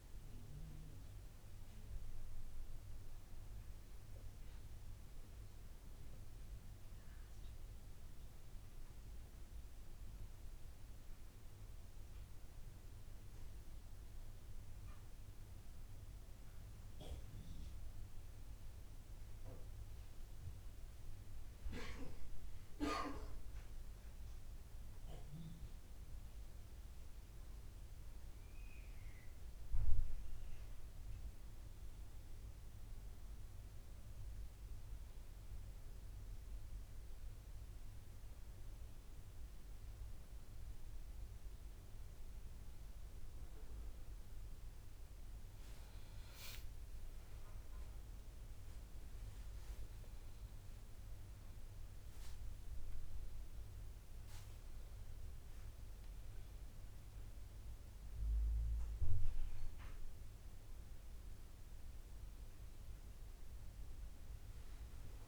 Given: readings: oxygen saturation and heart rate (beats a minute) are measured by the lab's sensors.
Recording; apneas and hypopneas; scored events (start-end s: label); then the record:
breathing in sleep, hard to hear, by a room microphone; none
none scored
From the record:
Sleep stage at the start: N2 (light sleep); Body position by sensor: on the back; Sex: male